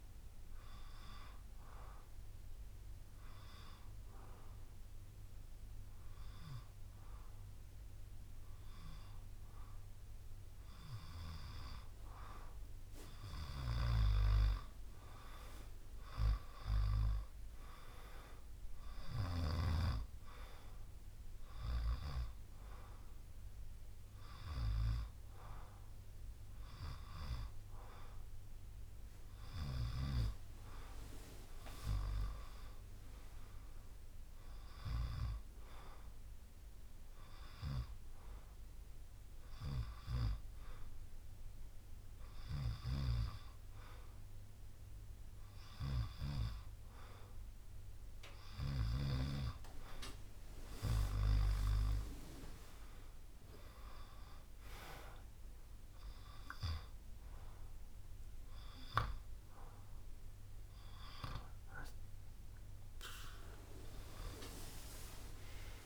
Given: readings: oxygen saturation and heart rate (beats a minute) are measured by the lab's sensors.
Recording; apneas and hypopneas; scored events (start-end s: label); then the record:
breathing in sleep by a room microphone; 2
0.00-3.50 s: drop in pulse transit time (device-marked, heart rate 63 extreme)
2.50-12.50 s: hypopnea (oxygen 97% before, 94% lowest, heart rate 67 before, 62 extreme, up 15 after)
15.00-17.50 s: arousal
15.50-24.50 s: drop in pulse transit time (device-marked, heart rate 66 before, 66 extreme)
37.50-49.00 s: hypopnea (oxygen 96% before, 94% lowest, heart rate 70 before, 63 extreme, up 13 after)
52.50-60.50 s: drop in pulse transit time (device-marked, heart rate 68 before, 70 extreme)
64.00-65.86 s: arousal
From the record:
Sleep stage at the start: N2 (light sleep); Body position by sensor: on the back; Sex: male